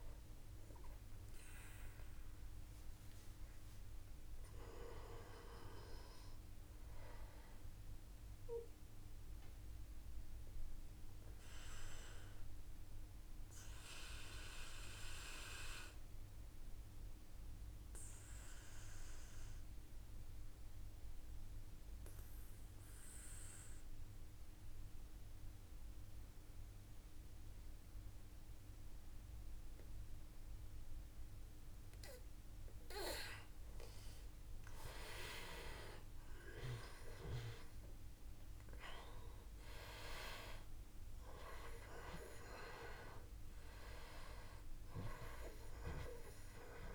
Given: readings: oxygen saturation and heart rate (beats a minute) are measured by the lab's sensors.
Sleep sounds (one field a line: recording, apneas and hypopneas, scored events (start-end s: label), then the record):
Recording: breathing in sleep by a room microphone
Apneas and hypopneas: 1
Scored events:
0.00-12.00 s: oxygen desaturation (device-marked, oxygen 91% lowest, heart rate 51 extreme)
7.50-31.00 s: obstructive apnea (oxygen 97% before, 91% lowest, heart rate 54 before, 53 extreme, up 5 after)
33.50-37.00 s: arousal
34.00-46.95 s: oxygen desaturation (device-marked, oxygen 97% before, 92% lowest, heart rate 53 before, 52 extreme)
From the record:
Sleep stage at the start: N2 (light sleep)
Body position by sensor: on the back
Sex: male